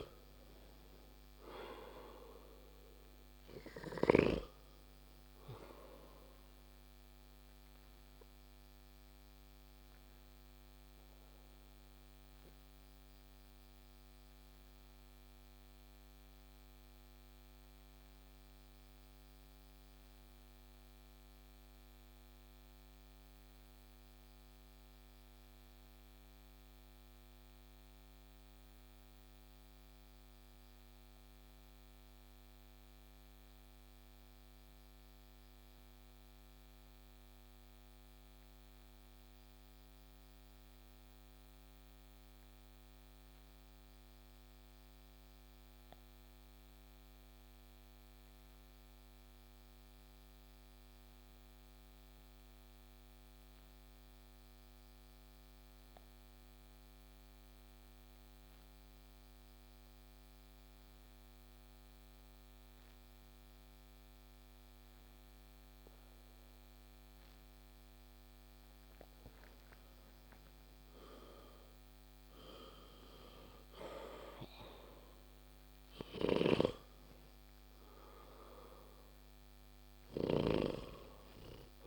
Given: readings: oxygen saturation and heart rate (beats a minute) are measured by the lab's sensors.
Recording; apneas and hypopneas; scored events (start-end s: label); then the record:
breathing in sleep by a microphone on the trachea; 1
0.00-1.00 s: arousal
7.50-67.50 s: obstructive apnea (oxygen 96% before, 86% lowest)
24.50-35.50 s: oxygen desaturation (device-marked, oxygen 92% before, 89% lowest)
56.50-81.87 s: oxygen desaturation (device-marked, oxygen 96% before, 86% lowest)
70.50-75.00 s: arousal
From the record:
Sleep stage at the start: N2 (light sleep); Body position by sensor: on the back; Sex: male